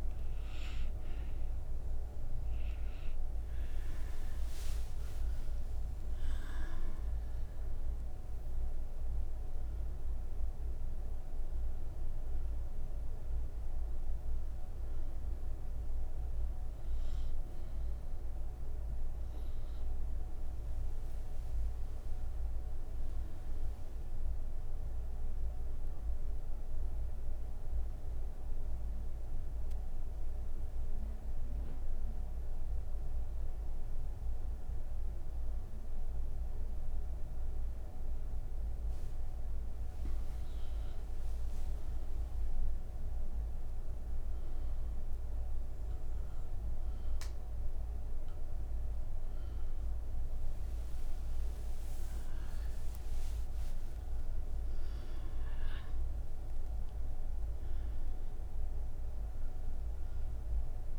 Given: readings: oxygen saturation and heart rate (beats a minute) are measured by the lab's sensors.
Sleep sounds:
breathing in sleep, hard to hear, by a room microphone; 1
30.00-40.50 s: obstructive apnea (oxygen 96% before, 90% lowest, heart rate 53 before, 44 extreme, up 11 after)
From the record:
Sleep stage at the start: N3 (deep sleep); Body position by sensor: on the right side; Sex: female

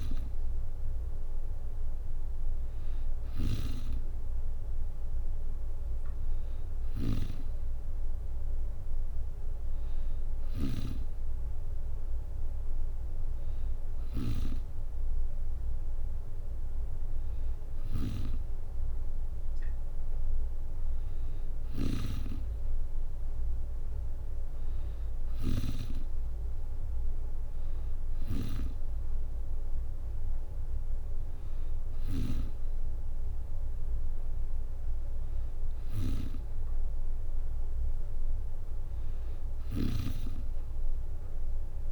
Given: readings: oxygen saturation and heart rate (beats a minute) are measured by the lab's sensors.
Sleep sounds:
breathing in sleep by a room microphone; none
0.00-18.00 s: snoring (device-marked)
31.50-41.92 s: snoring (device-marked)
From the record:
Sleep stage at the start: N2 (light sleep); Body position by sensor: on the back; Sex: female

